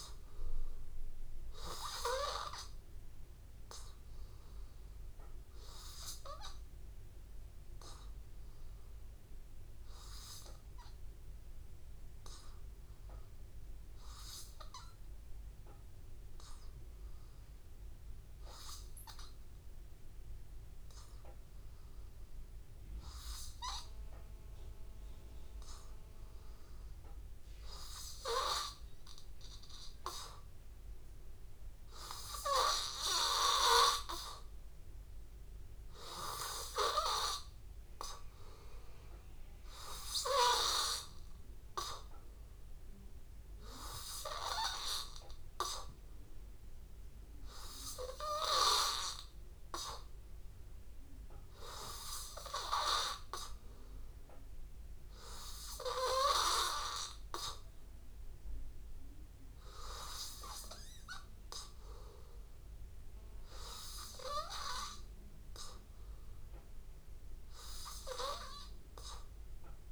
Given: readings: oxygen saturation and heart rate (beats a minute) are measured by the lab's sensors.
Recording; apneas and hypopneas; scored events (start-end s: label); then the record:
breathing in sleep by a room microphone; none
26.50-53.50 s: oxygen desaturation (device-marked, oxygen 97% before, 91% lowest, heart rate 83 before, 82 extreme)
From the record:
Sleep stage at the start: N2 (light sleep); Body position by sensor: on the back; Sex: male